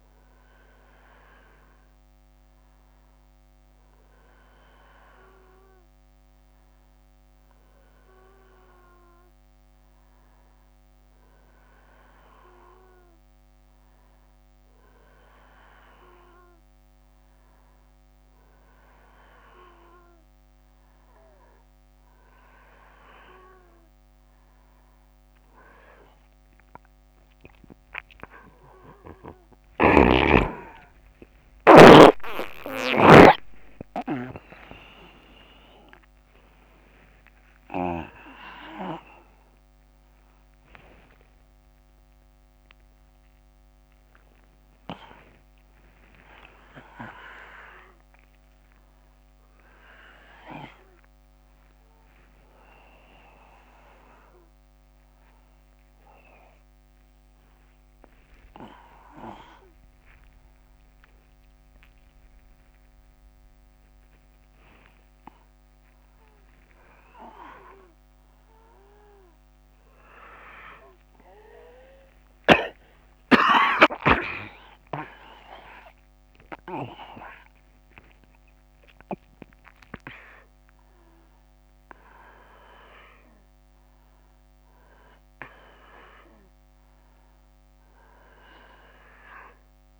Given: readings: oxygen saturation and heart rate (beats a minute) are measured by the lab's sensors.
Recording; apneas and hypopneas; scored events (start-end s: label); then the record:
a person awake in a sleep study, by a microphone on the trachea; none
24.00-90.00 s: new sleep stage, awake
From the record:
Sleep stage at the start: N1 (lightest sleep); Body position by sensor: on the back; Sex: male